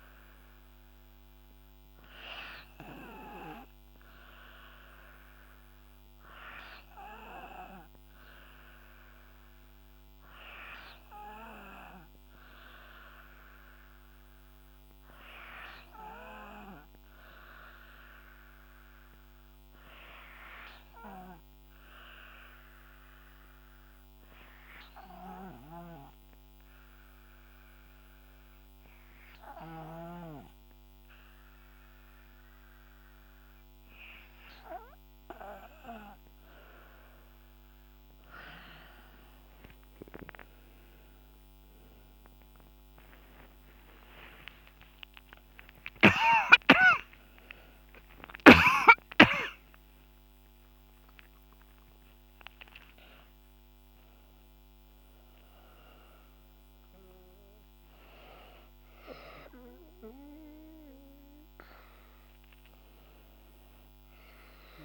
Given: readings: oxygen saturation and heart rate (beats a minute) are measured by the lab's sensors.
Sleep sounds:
breathing in sleep by a microphone on the trachea; 1
21.50-35.00 s: hypopnea (oxygen 94% before, 86% lowest, heart rate 72 before, 67 extreme, up 10 after)
33.50-61.50 s: oxygen desaturation (device-marked, oxygen 93% before, 86% lowest, heart rate 69 before, 70 extreme)
41.00-47.50 s: arousal
43.50-45.50 s: long interval between heartbeats (device-marked, heart rate 70 before, 88 extreme)
46.00-48.00 s: long interval between heartbeats (device-marked, heart rate 72 before, 97 extreme)
From the record:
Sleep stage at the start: N2 (light sleep); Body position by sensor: on the back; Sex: female

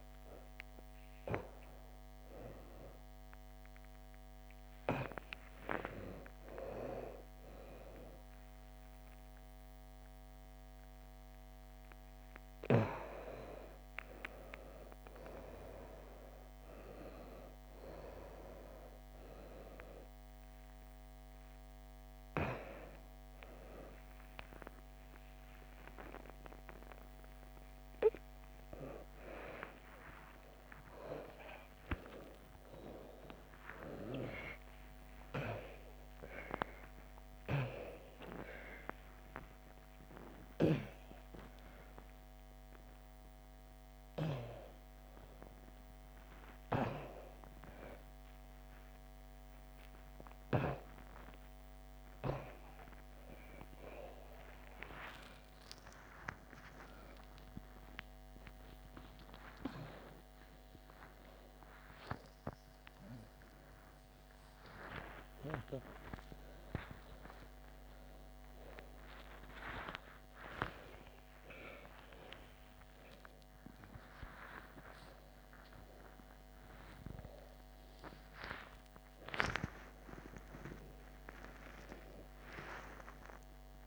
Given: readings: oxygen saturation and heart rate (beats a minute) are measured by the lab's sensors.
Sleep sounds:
a person awake in a sleep study, by a microphone on the trachea; none
31.00-33.00 s: oxygen desaturation (device-marked, oxygen 97% before, 93% lowest)
44.00-49.00 s: oxygen desaturation (device-marked, oxygen 97% before, 93% lowest, heart rate 102 before, 40 extreme)
From the record:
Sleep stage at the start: awake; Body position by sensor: upright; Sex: female

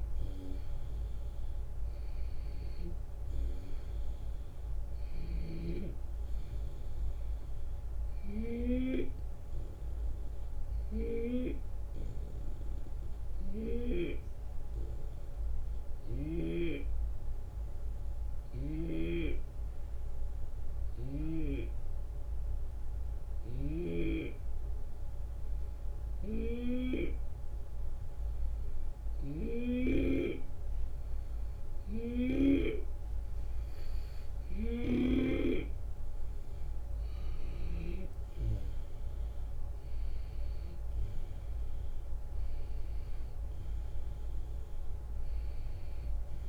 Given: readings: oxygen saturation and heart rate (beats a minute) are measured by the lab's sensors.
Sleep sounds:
breathing in sleep by a room microphone; 1
0.00-1.50 s: arousal
10.50-30.00 s: hypopnea (oxygen 94% before, 90% lowest, heart rate 77 before, 68 extreme, up 9 after)
16.00-18.00 s: long interval between heartbeats (device-marked, heart rate 78 before, 74 extreme)
23.50-32.50 s: snoring (device-marked)
37.50-42.00 s: arousal
38.50-46.49 s: drop in pulse transit time (device-marked, heart rate 71 before, 78 extreme)
From the record:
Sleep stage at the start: N2 (light sleep); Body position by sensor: on the left side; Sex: male

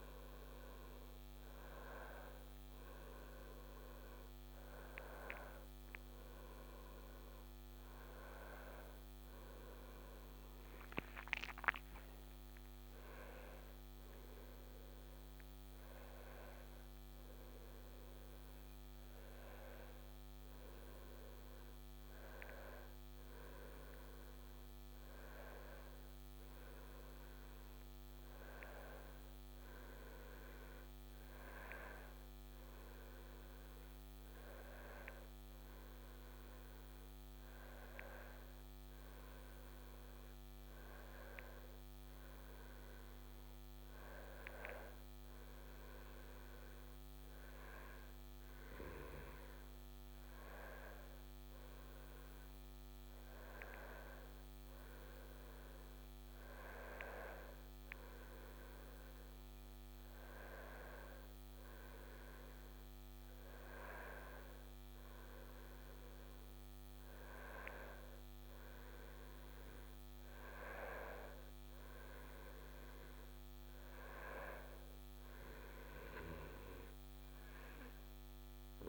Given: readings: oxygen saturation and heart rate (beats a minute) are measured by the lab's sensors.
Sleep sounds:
a person awake in a sleep study, by a microphone on the trachea; none
none scored
From the record:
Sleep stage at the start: awake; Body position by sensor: on the back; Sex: male

